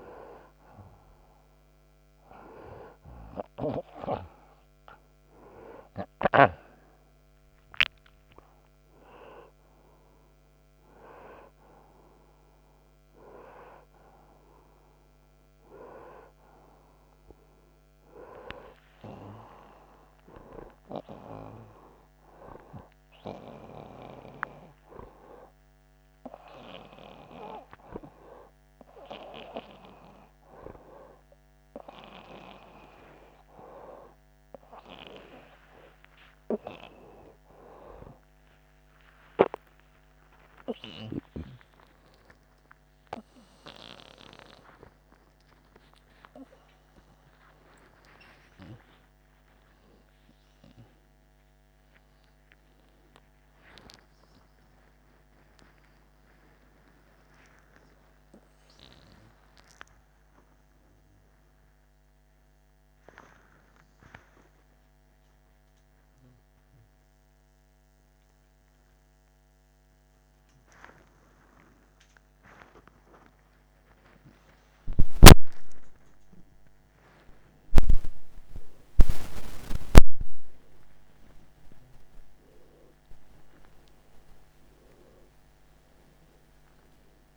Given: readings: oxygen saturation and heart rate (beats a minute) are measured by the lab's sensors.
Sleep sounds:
a person awake in a sleep study, by a microphone on the trachea; none
15.50-87.37 s: new sleep stage, awake
From the record:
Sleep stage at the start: N1 (lightest sleep); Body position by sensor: on the right side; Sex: male

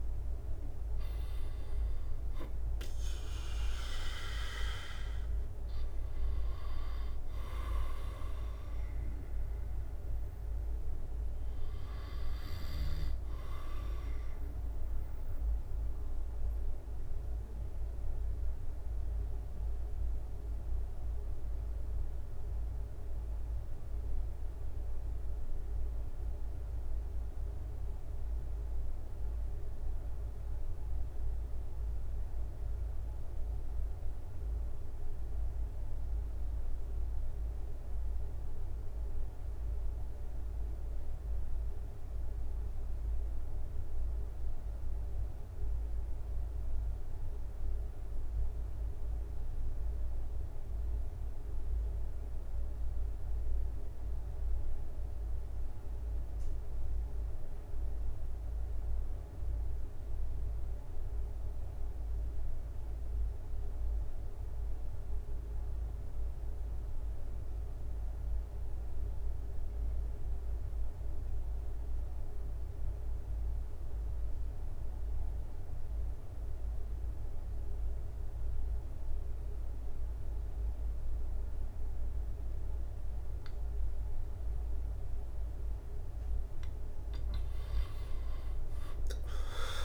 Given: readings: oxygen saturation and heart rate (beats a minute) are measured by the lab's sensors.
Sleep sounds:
breathing in sleep, hard to hear, by a room microphone; 1
0.00-9.50 s: drop in pulse transit time (device-marked, heart rate 75 extreme)
0.00-18.50 s: oxygen desaturation (device-marked, oxygen 77% lowest, heart rate 66 extreme)
16.50-85.50 s: obstructive apnea (oxygen 82% before, 77% lowest, heart rate 80 before, 66 extreme, up 16 after)
38.50-89.85 s: oxygen desaturation (device-marked, oxygen 97% before, 77% lowest, heart rate 72 before, 66 extreme)
88.50-89.85 s: arousal
From the record:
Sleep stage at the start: N2 (light sleep); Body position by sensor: on the back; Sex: male

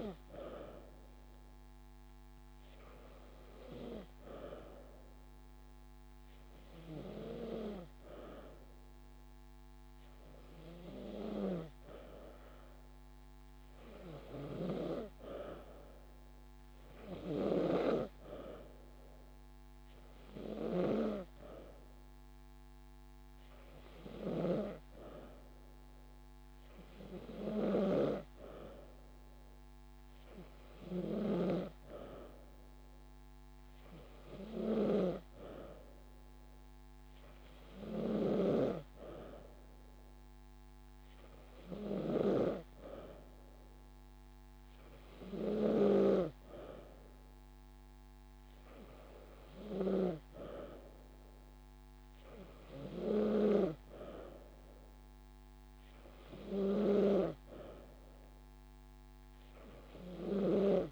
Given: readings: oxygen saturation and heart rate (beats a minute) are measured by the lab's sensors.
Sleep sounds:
breathing in sleep by a microphone on the trachea; none
19.50-21.50 s: long interval between heartbeats (device-marked)
From the record:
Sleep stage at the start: N2 (light sleep); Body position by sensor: on the back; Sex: female

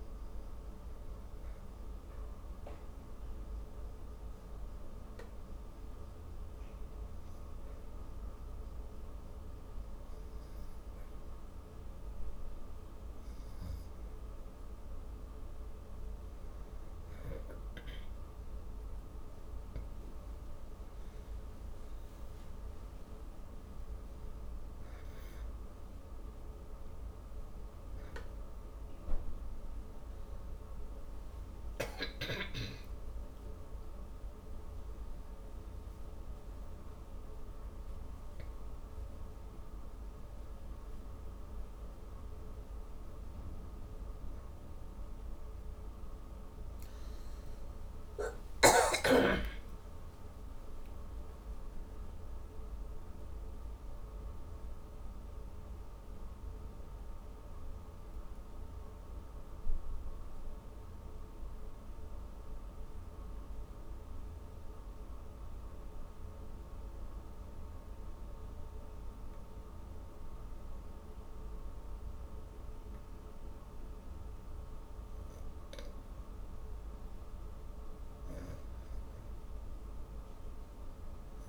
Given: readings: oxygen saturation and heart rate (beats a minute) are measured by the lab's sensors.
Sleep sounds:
breathing in sleep, hard to hear, by a room microphone; 2
2.00-15.50 s: hypopnea (oxygen 95% before, 91% lowest)
19.00-24.00 s: arousal
48.50-52.50 s: arousal
55.50-76.00 s: obstructive apnea (oxygen 94% before, 91% lowest, heart rate 166 before, 151 extreme, up 51 after)
78.50-81.49 s: arousal
From the record:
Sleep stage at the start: N2 (light sleep); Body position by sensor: on the back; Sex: female

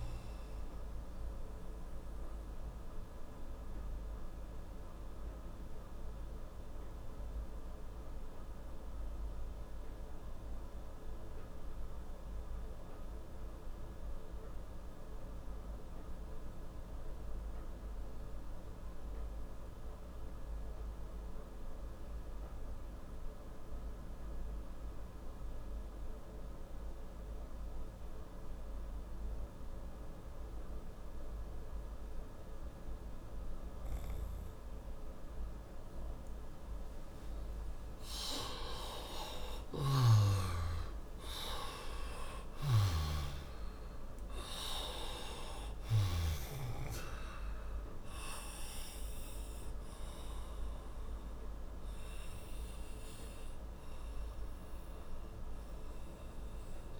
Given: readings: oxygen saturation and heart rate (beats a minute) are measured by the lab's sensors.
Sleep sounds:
breathing in sleep by a room microphone; 1
0.00-17.00 s: oxygen desaturation (device-marked, oxygen 86% lowest, heart rate 36 extreme)
1.00-35.00 s: mixed apnea (oxygen 98% before, 86% lowest, heart rate 64 before, 35 extreme, up 6 after)
38.00-43.00 s: arousal
45.00-57.00 s: oxygen desaturation (device-marked, oxygen 95% before, 88% lowest, heart rate 59 before, 55 extreme)
From the record:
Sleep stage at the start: N2 (light sleep); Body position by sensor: on the right side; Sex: male

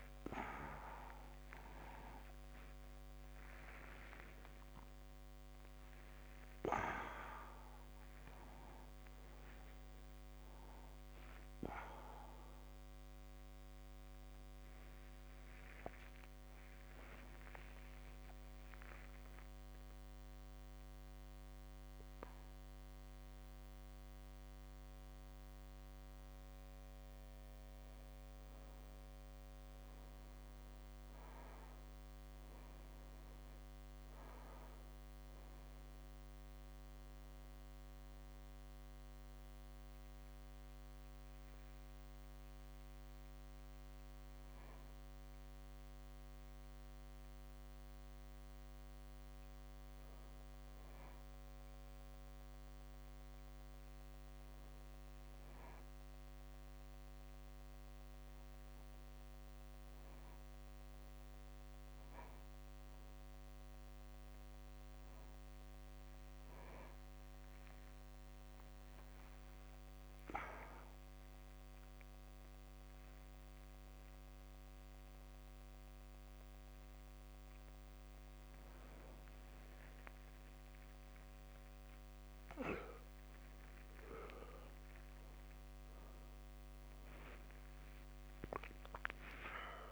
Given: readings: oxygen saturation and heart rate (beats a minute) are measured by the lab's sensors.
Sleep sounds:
a person partly awake in a sleep study, by a microphone on the trachea; none
0.00-1.50 s: long interval between heartbeats (device-marked, heart rate 148 extreme)
0.00-6.00 s: drop in pulse transit time (device-marked, heart rate 92 extreme)
1.50-3.50 s: long interval between heartbeats (device-marked, heart rate 65 before, 150 extreme)
3.50-5.50 s: long interval between heartbeats (device-marked, heart rate 79 before, 135 extreme)
7.00-9.00 s: long interval between heartbeats (device-marked, heart rate 103 before, 109 extreme)
12.00-14.00 s: long interval between heartbeats (device-marked, heart rate 115 before, 68 extreme)
14.00-74.00 s: new sleep stage, N1 (lightest sleep)
18.00-20.00 s: long interval between heartbeats (device-marked, heart rate 110 before, 99 extreme)
20.00-32.00 s: drop in pulse transit time (device-marked, heart rate 107 before, 63 extreme)
43.00-60.00 s: drop in pulse transit time (device-marked, heart rate 64 before, 65 extreme)
44.00-62.00 s: oxygen desaturation (device-marked, oxygen 99% before, 94% lowest, heart rate 64 before, 65 extreme)
69.00-71.00 s: long interval between heartbeats (device-marked, heart rate 66 before, 83 extreme)
71.00-73.00 s: long interval between heartbeats (device-marked, heart rate 68 before, 116 extreme)
73.00-75.00 s: long interval between heartbeats (device-marked, heart rate 74 before, 149 extreme)
74.00-89.92 s: new sleep stage, awake
76.50-78.50 s: long interval between heartbeats (device-marked, heart rate 91 before, 189 extreme)
78.00-89.92 s: drop in pulse transit time (device-marked, heart rate 104 before, 135 extreme)
78.50-80.50 s: long interval between heartbeats (device-marked, heart rate 104 before, 185 extreme)
80.50-82.50 s: long interval between heartbeats (device-marked, heart rate 116 before, 159 extreme)
82.50-84.50 s: long interval between heartbeats (device-marked, heart rate 127 before, 158 extreme)
85.00-87.00 s: long interval between heartbeats (device-marked, heart rate 140 before, 140 extreme)
From the record:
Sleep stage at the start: awake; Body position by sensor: upright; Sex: male

